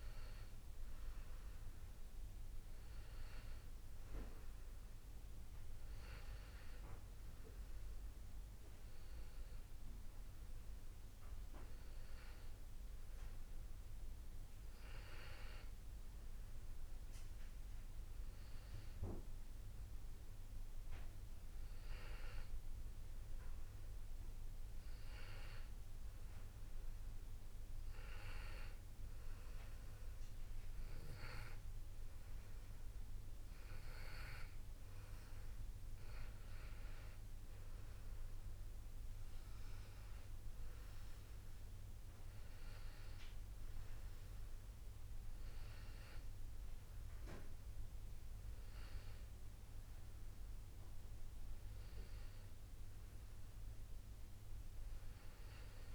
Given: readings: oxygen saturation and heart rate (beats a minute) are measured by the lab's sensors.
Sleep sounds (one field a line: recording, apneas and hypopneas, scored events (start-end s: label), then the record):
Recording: breathing in sleep by a room microphone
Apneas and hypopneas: 1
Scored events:
18.50-22.00 s: arousal
26.50-37.50 s: hypopnea (oxygen 96% before, 93% lowest, heart rate 87 before, 85 extreme, up 4 after)
38.00-42.00 s: arousal
From the record:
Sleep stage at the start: N2 (light sleep)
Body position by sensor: on the back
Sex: male